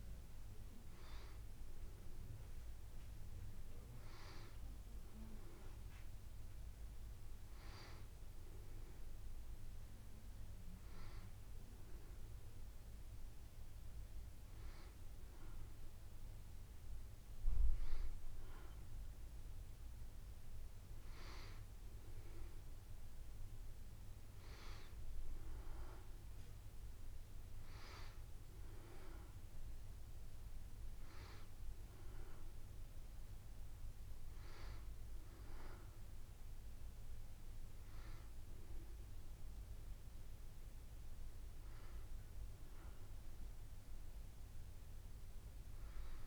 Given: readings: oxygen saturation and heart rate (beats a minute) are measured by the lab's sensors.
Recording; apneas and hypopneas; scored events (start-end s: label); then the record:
breathing in sleep by a room microphone; none
none scored
From the record:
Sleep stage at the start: N2 (light sleep); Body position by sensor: on the back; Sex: female